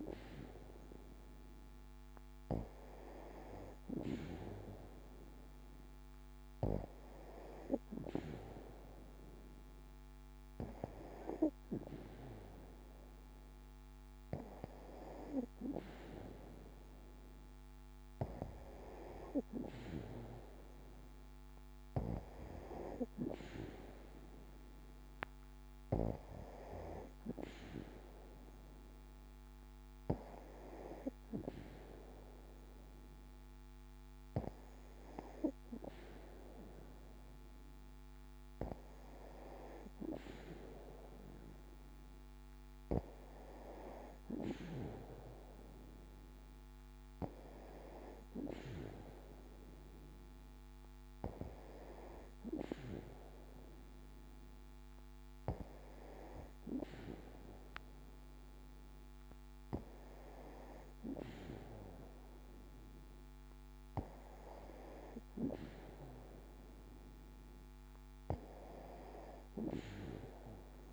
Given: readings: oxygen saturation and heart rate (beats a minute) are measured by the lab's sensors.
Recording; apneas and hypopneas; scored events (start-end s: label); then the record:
breathing in sleep by a microphone on the trachea; none
none scored
From the record:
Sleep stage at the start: N2 (light sleep); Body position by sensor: on the back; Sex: female